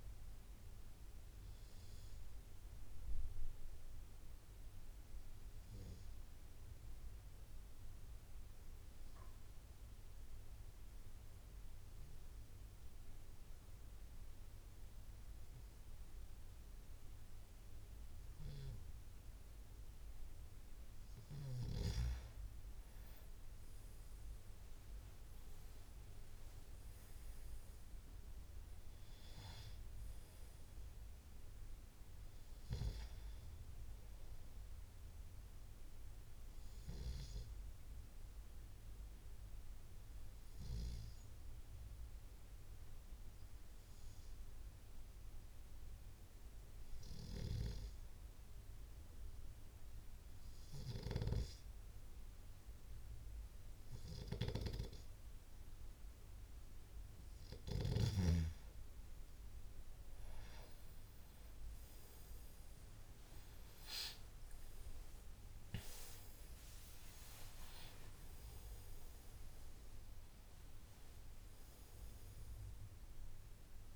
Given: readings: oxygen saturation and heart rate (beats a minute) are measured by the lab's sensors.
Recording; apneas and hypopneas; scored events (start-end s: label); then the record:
breathing in sleep by a room microphone; 2
0.00-17.00 s: oxygen desaturation (device-marked, oxygen 91% lowest, heart rate 68 extreme)
4.00-20.50 s: obstructive apnea (oxygen 99% before, 91% lowest, heart rate 77 before, 70 extreme, up 10 after)
23.50-27.50 s: arousal
25.00-50.00 s: oxygen desaturation (device-marked, oxygen 98% before, 92% lowest, heart rate 72 before, 70 extreme)
36.00-56.50 s: obstructive apnea (oxygen 98% before, 91% lowest, heart rate 76 before, 62 extreme, up 12 after)
62.00-67.50 s: arousal
63.00-73.96 s: oxygen desaturation (device-marked, oxygen 96% before, 91% lowest, heart rate 74 before, 62 extreme)
From the record:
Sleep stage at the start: N2 (light sleep); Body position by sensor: on the left side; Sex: male